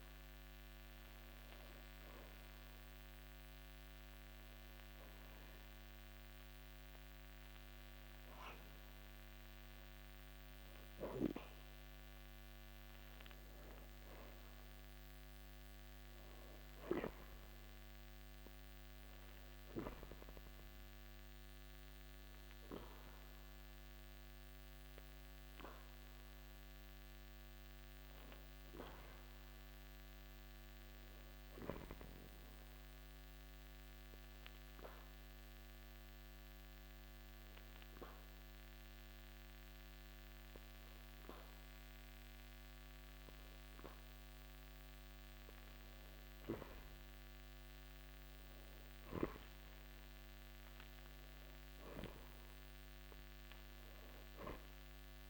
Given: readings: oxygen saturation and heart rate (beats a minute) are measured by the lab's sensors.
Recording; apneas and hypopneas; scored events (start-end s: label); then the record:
breathing in sleep by a microphone on the trachea; 1
11.50-23.50 s: oxygen desaturation (device-marked, oxygen 96% before, 93% lowest, heart rate 64 before, 55 extreme)
16.50-21.50 s: arousal
32.00-44.50 s: obstructive apnea (oxygen 96% before, 93% lowest, heart rate 76 before, 73 extreme, up 57 after)
46.50-49.50 s: arousal
From the record:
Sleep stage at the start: N2 (light sleep); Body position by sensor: on the back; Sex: male